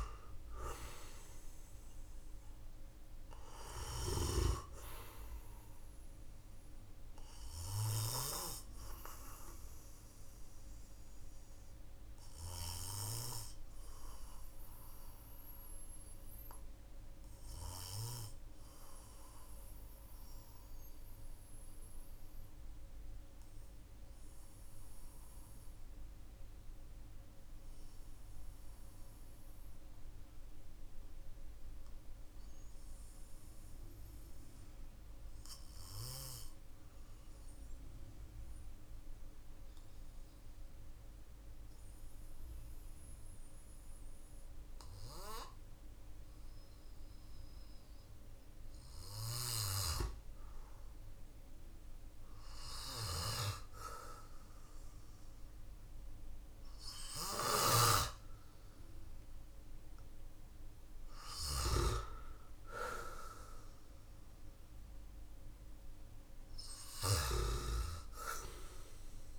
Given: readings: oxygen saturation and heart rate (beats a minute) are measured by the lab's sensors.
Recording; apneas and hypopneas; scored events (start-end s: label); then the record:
breathing in sleep by a room microphone; 1
7.00-49.00 s: obstructive apnea (oxygen 98% before, 92% lowest, heart rate 51 before, 42 extreme, up 7 after)
17.00-35.00 s: oxygen desaturation (device-marked, oxygen 96% before, 92% lowest, heart rate 46 before, 46 extreme)
50.00-54.50 s: arousal
56.50-61.00 s: snoring (device-marked)
From the record:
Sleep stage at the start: N2 (light sleep); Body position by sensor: on the back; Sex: male